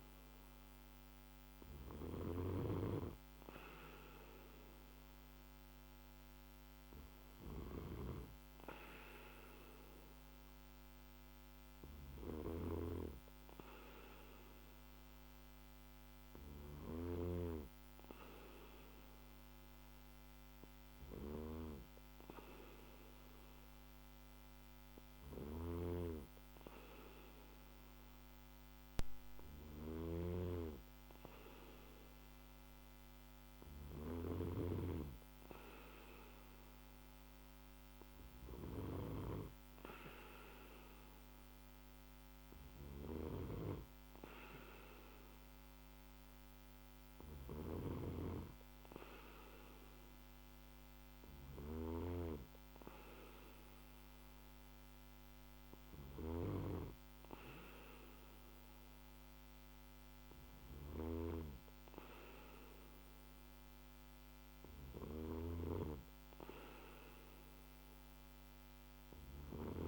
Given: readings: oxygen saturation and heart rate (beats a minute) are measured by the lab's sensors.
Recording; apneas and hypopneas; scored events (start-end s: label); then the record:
breathing in sleep by a microphone on the trachea; none
0.50-6.00 s: arousal
52.50-56.50 s: arousal
From the record:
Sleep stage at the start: N2 (light sleep); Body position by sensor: on the back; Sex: male